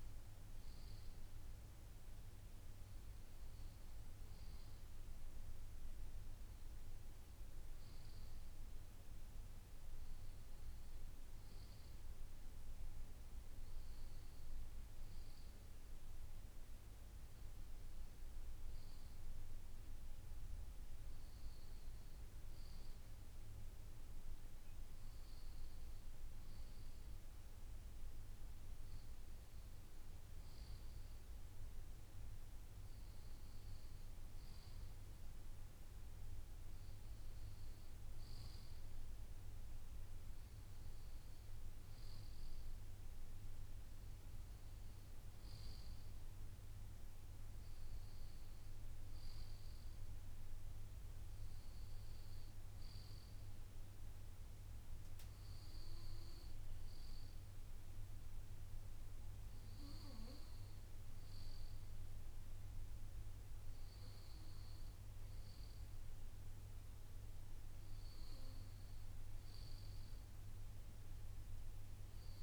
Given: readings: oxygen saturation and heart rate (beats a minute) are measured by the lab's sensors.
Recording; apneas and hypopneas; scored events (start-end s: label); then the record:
breathing in sleep, hard to hear, by a room microphone; none
52.50-72.43 s: new sleep stage, N2 (light sleep)
From the record:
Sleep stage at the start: N1 (lightest sleep); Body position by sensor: on the left side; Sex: male